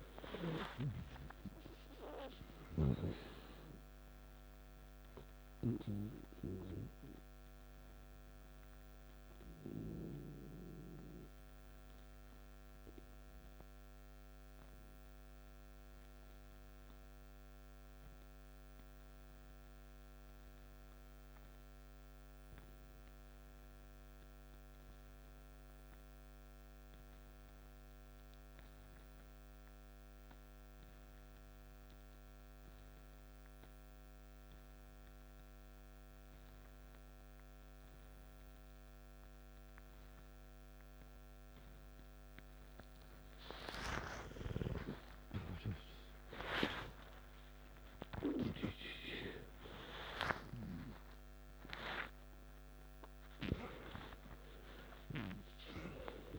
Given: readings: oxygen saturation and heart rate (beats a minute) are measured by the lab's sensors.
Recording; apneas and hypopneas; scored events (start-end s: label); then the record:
breathing in sleep by a microphone on the trachea; 1
0.00-19.50 s: oxygen desaturation (device-marked, oxygen 87% lowest, heart rate 52 extreme)
11.00-43.50 s: obstructive apnea (oxygen 96% before, 87% lowest, heart rate 65 before, 52 extreme, up 16 after)
33.50-56.39 s: oxygen desaturation (device-marked, oxygen 98% before, 89% lowest, heart rate 54 before, 53 extreme)
44.50-50.50 s: arousal
From the record:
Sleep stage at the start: N2 (light sleep); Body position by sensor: on the back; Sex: male